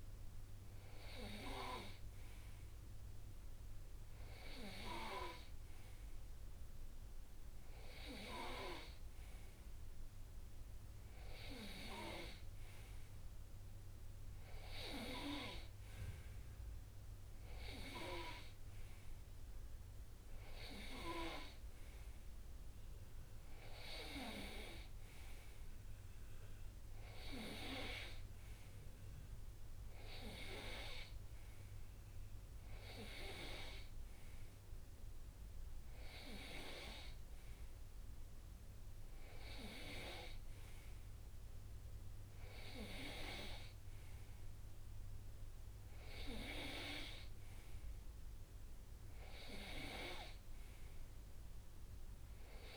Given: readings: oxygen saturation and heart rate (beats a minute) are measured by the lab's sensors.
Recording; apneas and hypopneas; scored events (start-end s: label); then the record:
breathing in sleep by a room microphone; none
none scored
From the record:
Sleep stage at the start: N2 (light sleep); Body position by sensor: on the right side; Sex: male